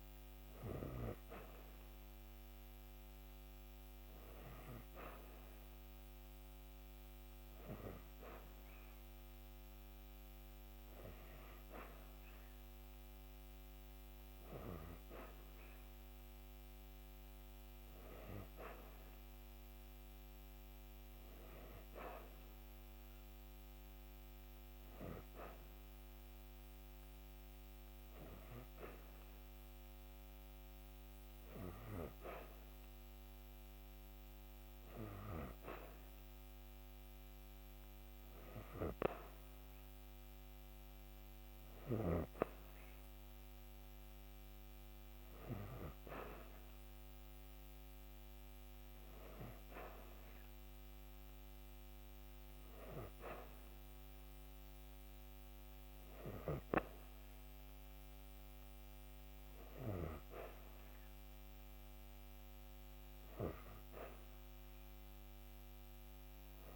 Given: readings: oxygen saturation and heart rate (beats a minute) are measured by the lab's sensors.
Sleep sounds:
breathing in sleep by a microphone on the trachea; none
none scored
From the record:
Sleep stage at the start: N3 (deep sleep); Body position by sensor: on the back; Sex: female

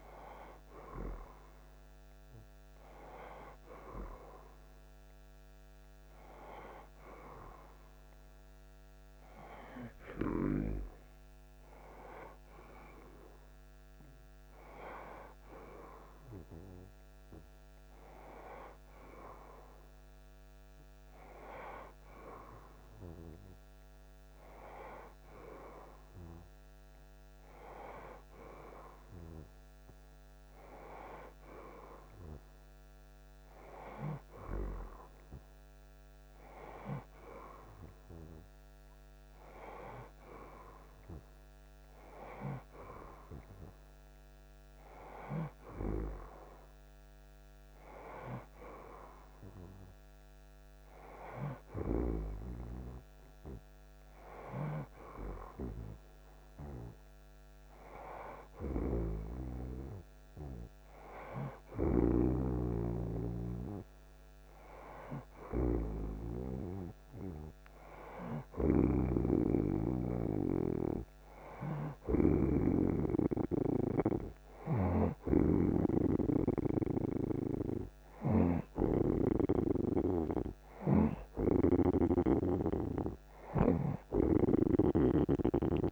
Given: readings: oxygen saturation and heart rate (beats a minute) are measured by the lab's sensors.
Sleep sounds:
breathing in sleep by a microphone on the trachea; none
62.00-73.00 s: snoring (device-marked)
75.00-85.92 s: snoring (device-marked)
From the record:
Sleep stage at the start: N1 (lightest sleep); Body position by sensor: on the right side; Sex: male

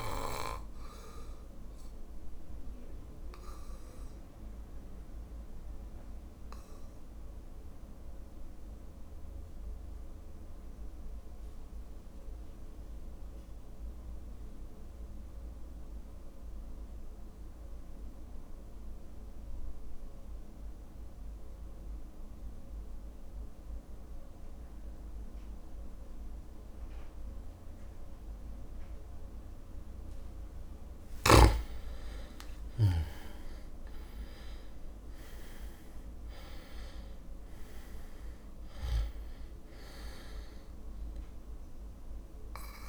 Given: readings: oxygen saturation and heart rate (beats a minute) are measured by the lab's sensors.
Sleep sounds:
breathing in sleep, hard to hear, by a room microphone; 1
0.00-2.00 s: drop in pulse transit time (device-marked, heart rate 56 extreme)
1.00-28.50 s: obstructive apnea (oxygen 99% before, 91% lowest, heart rate 60 before, 54 extreme, up 11 after)
9.00-21.00 s: oxygen desaturation (device-marked, oxygen 98% before, 95% lowest, heart rate 59 before, 58 extreme)
13.00-24.00 s: drop in pulse transit time (device-marked, heart rate 58 before, 56 extreme)
31.00-33.00 s: long interval between heartbeats (device-marked, heart rate 59 before, 68 extreme)
31.50-35.00 s: arousal
35.00-42.89 s: oxygen desaturation (device-marked, oxygen 100% before, 91% lowest, heart rate 61 before, 55 extreme)
From the record:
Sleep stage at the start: REM sleep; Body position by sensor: on the back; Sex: male

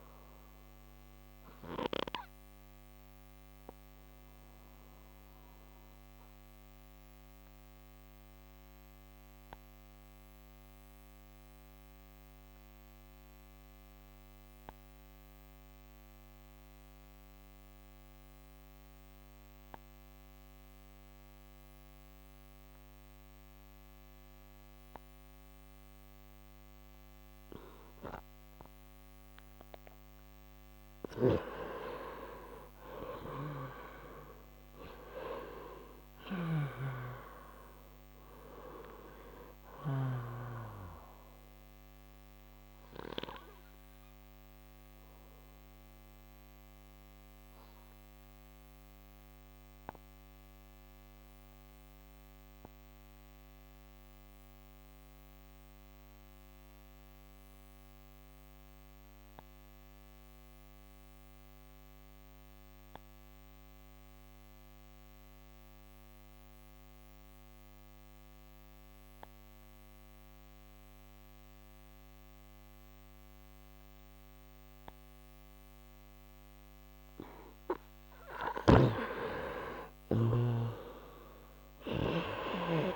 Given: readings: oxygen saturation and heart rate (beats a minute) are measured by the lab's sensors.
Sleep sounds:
breathing in sleep by a microphone on the trachea; 2
0.50-29.00 s: obstructive apnea (oxygen 97% before, 88% lowest, heart rate 70 before, 58 extreme, up 16 after)
9.00-22.00 s: oxygen desaturation (device-marked, oxygen 94% before, 88% lowest, heart rate 80 before, 58 extreme)
31.00-35.50 s: arousal
34.00-62.00 s: oxygen desaturation (device-marked, oxygen 96% before, 88% lowest, heart rate 70 before, 56 extreme)
36.50-40.50 s: snoring (device-marked)
42.00-76.50 s: obstructive apnea (oxygen 96% before, 87% lowest, heart rate 71 before, 56 extreme, up 27 after)
78.50-82.96 s: snoring (device-marked)
79.50-82.96 s: arousal
From the record:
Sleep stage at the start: N2 (light sleep); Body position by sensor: on the right side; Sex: male

